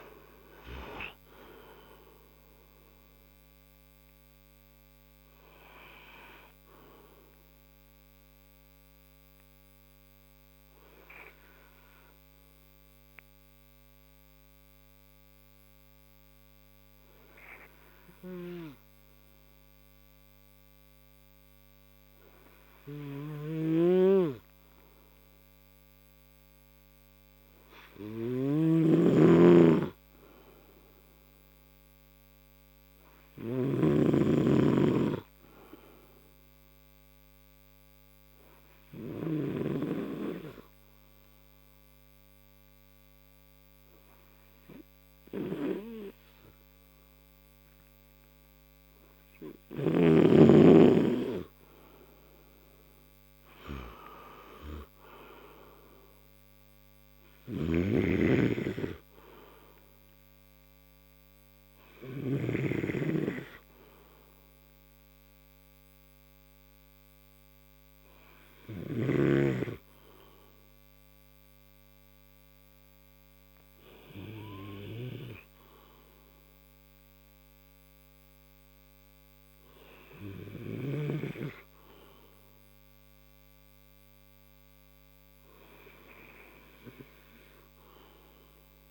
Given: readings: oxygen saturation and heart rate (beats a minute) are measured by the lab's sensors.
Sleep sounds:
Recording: breathing in sleep by a microphone on the trachea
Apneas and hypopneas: 1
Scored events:
14.00-46.00 s: hypopnea (oxygen 95% before, 91% lowest, heart rate 75 before, 38 extreme, up 31 after)
28.50-35.00 s: snoring (device-marked)
38.00-51.00 s: oxygen desaturation (device-marked, oxygen 99% before, 93% lowest, heart rate 52 before, 43 extreme)
54.00-57.50 s: arousal
From the record:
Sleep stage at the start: N2 (light sleep)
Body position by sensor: on the right side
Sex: male

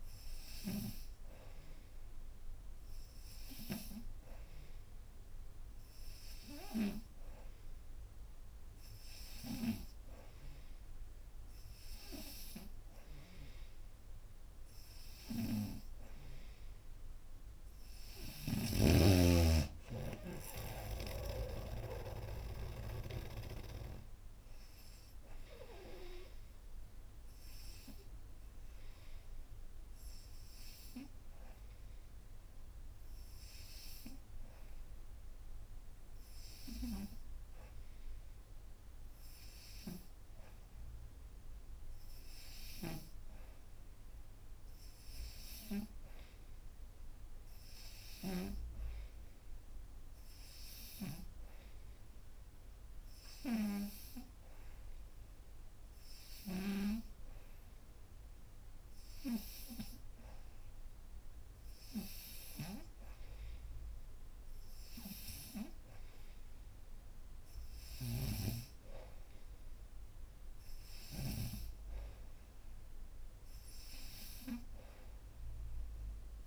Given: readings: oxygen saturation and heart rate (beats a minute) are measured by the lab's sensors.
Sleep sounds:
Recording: breathing in sleep by a room microphone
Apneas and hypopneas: none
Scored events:
18.00-21.50 s: snoring (device-marked)
From the record:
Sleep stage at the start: N3 (deep sleep)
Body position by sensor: upright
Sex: female

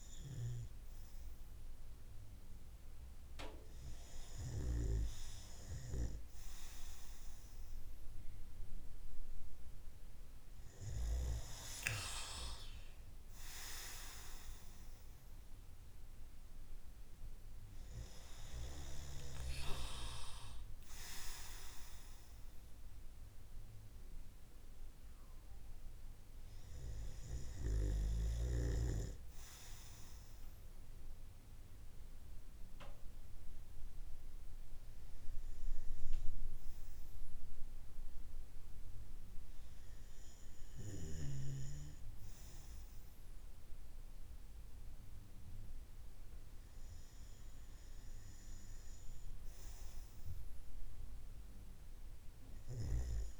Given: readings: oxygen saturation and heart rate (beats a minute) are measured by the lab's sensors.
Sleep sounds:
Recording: breathing in sleep by a room microphone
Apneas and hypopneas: none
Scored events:
none scored
From the record:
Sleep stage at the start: REM sleep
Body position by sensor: on the right side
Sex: male

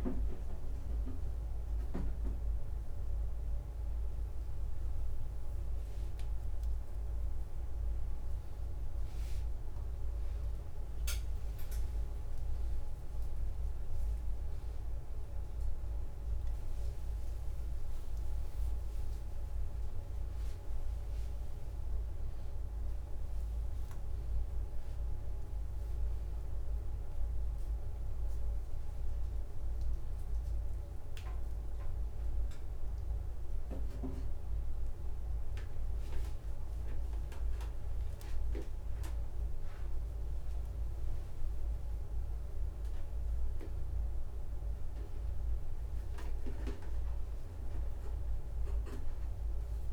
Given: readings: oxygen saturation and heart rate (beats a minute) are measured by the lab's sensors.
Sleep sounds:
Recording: a person awake in a sleep study, by a room microphone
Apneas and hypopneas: none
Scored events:
0.00-5.50 s: tachycardia (device-marked, heart rate 122 extreme)
16.00-18.00 s: long interval between heartbeats (device-marked, heart rate 102 before, 102 extreme)
20.50-22.50 s: long interval between heartbeats (device-marked, heart rate 106 before, 122 extreme)
22.50-24.50 s: long interval between heartbeats (device-marked, heart rate 108 before, 148 extreme)
24.50-26.50 s: long interval between heartbeats (device-marked, heart rate 111 before, 167 extreme)
30.00-32.00 s: long interval between heartbeats (device-marked, heart rate 126 before, 158 extreme)
32.50-34.50 s: long interval between heartbeats (device-marked, heart rate 135 before, 134 extreme)
44.50-46.50 s: long interval between heartbeats (device-marked, heart rate 133 before, 105 extreme)
47.50-49.50 s: long interval between heartbeats (device-marked, heart rate 122 before, 125 extreme)
From the record:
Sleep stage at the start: awake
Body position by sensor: upright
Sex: male

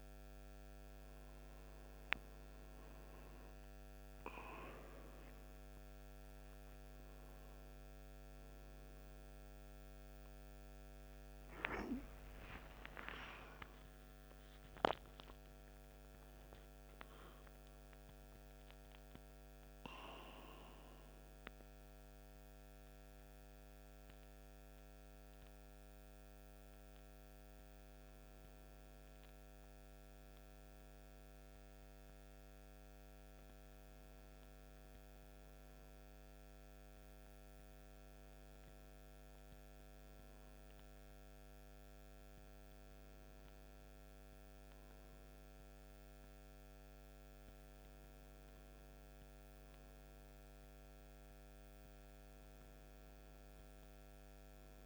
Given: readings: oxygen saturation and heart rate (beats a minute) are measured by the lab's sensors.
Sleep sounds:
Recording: a person awake in a sleep study, by a microphone on the trachea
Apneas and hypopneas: none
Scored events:
none scored
From the record:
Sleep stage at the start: awake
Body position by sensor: on the right side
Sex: male

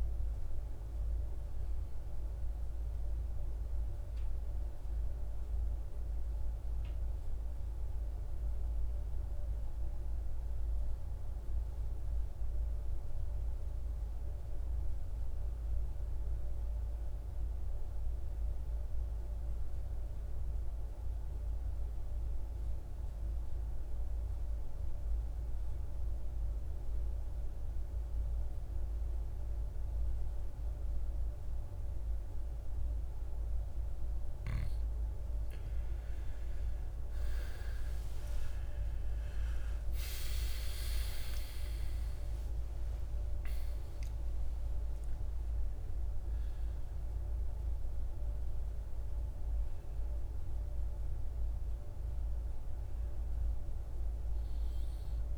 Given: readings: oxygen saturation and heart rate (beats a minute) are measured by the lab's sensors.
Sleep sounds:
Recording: breathing in sleep, hard to hear, by a room microphone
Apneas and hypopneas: 1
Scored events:
0.00-7.50 s: oxygen desaturation (device-marked, oxygen 88% lowest, heart rate 54 extreme)
22.50-35.00 s: mixed apnea (oxygen 98% before, 88% lowest, heart rate 56 before, 56 extreme, up 19 after)
25.50-55.38 s: oxygen desaturation (device-marked, oxygen 97% before, 88% lowest, heart rate 55 before, 53 extreme)
37.50-43.50 s: arousal
From the record:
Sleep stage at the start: N2 (light sleep)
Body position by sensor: on the right side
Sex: male

